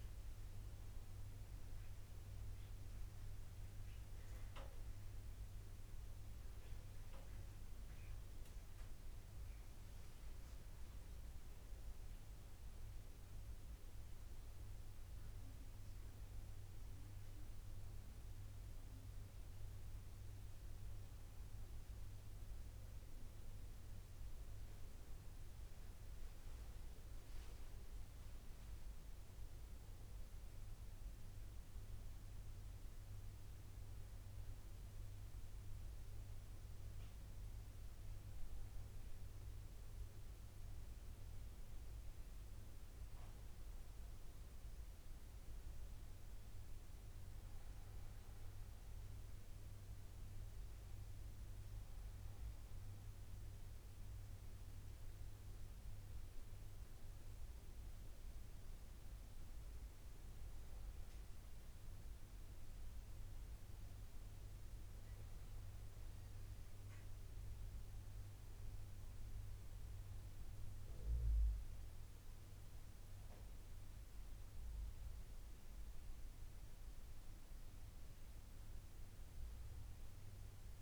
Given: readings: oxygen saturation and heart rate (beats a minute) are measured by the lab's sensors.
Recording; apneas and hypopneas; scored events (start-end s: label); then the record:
breathing in sleep, hard to hear, by a room microphone; none
none scored
From the record:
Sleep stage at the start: N2 (light sleep); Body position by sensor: on the back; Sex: male